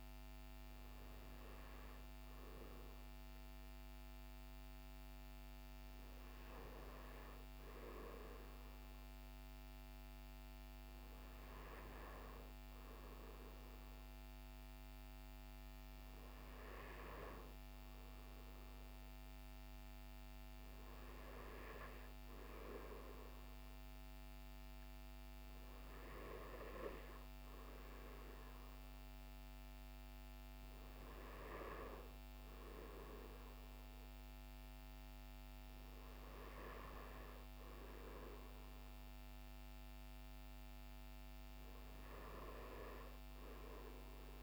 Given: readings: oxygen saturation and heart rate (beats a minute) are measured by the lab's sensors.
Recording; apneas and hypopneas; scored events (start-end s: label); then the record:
breathing in sleep by a microphone on the trachea; none
6.50-44.43 s: new sleep stage, N2 (light sleep)
From the record:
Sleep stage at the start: N1 (lightest sleep); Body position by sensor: on the right side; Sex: male